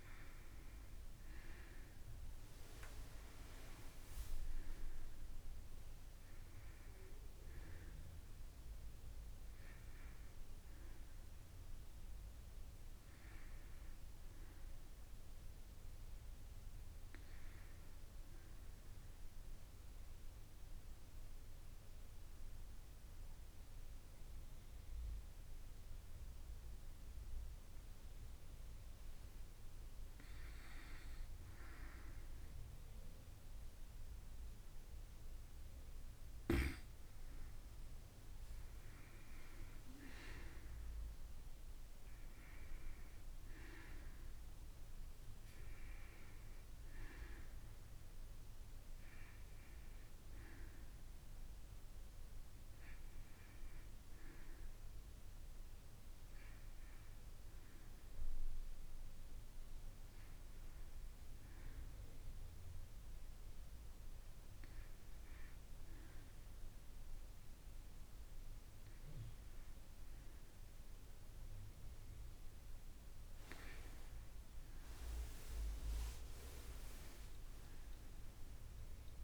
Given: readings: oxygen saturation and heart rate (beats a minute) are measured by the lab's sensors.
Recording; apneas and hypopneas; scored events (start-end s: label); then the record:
breathing in sleep by a room microphone; 1
2.00-33.00 s: oxygen desaturation (device-marked, oxygen 95% before, 92% lowest, heart rate 58 before, 53 extreme)
18.50-30.50 s: obstructive apnea (oxygen 95% before, 92% lowest, heart rate 61 before, 53 extreme, up 2 after)
33.00-37.00 s: arousal
From the record:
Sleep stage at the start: N2 (light sleep); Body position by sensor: on the back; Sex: female